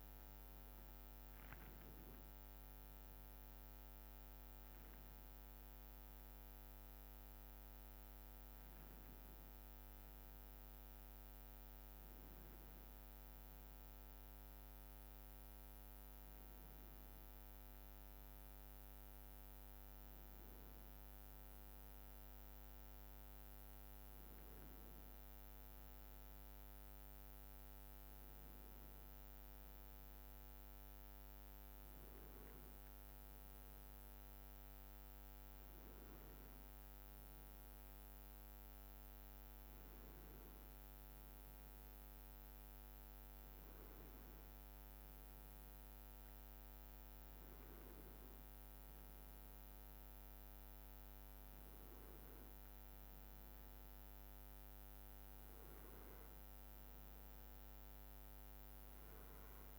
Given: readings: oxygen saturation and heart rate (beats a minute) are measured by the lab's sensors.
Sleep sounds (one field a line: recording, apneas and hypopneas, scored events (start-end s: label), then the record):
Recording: a person awake in a sleep study, hard to hear, by a microphone on the trachea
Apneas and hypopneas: none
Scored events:
0.00-7.00 s: drop in pulse transit time (device-marked, heart rate 70 extreme)
0.00-11.00 s: oxygen desaturation (device-marked, oxygen 93% lowest, heart rate 64 extreme)
From the record:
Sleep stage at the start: awake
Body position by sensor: on the back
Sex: male